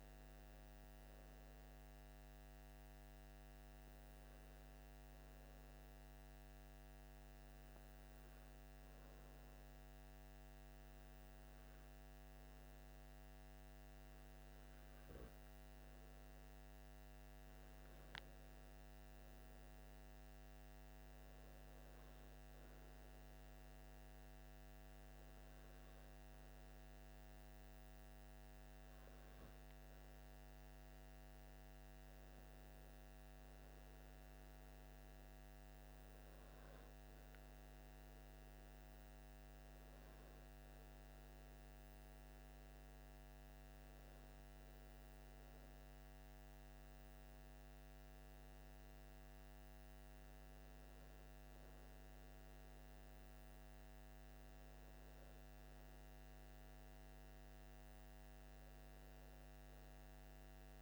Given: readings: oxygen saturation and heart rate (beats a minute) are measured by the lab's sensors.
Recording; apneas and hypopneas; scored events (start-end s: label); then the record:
breathing in sleep, hard to hear, by a microphone on the trachea; none
none scored
From the record:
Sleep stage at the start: N2 (light sleep); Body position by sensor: on the left side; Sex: male